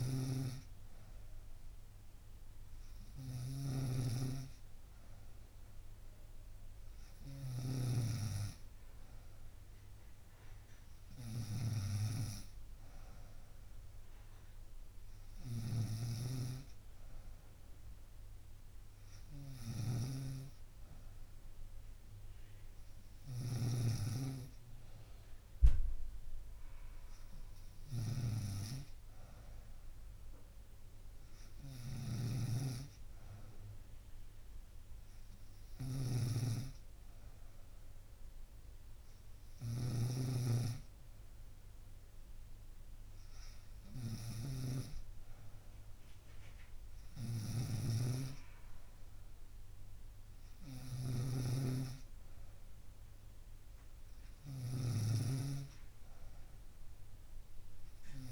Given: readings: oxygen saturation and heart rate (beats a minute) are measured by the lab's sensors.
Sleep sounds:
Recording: breathing in sleep by a room microphone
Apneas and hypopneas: none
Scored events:
0.00-58.32 s: snoring (device-marked)
From the record:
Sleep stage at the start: N3 (deep sleep)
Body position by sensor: on the right side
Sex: female

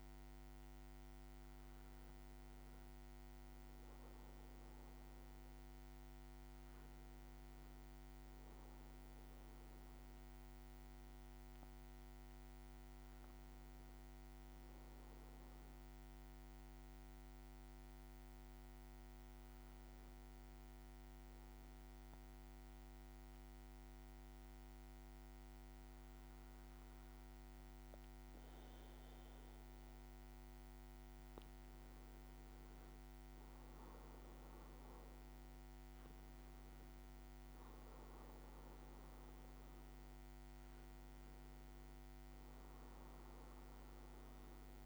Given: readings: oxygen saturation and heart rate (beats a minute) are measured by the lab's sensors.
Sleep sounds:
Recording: breathing in sleep, hard to hear, by a microphone on the trachea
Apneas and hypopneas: 1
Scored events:
2.00-4.50 s: leg movement (device-marked)
15.00-31.00 s: hypopnea (oxygen 98% before, 94% lowest, heart rate 56 before, 55 extreme, up 4 after)
29.50-32.50 s: leg movement (device-marked)
33.50-37.50 s: arousal
From the record:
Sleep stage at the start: N2 (light sleep)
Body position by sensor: on the back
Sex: male

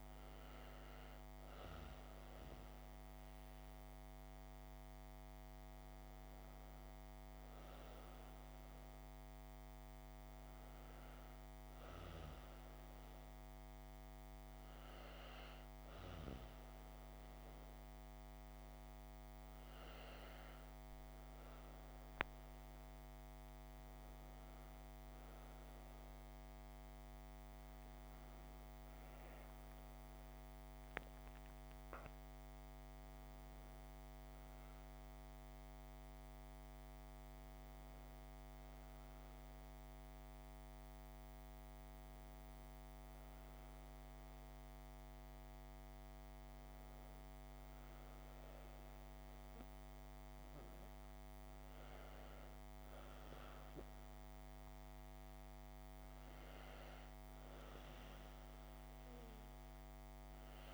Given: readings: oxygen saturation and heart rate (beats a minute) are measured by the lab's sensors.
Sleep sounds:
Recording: breathing in sleep, hard to hear, by a microphone on the trachea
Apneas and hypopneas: none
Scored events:
30.00-34.50 s: arousal
From the record:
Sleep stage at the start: N2 (light sleep)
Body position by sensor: on the back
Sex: female

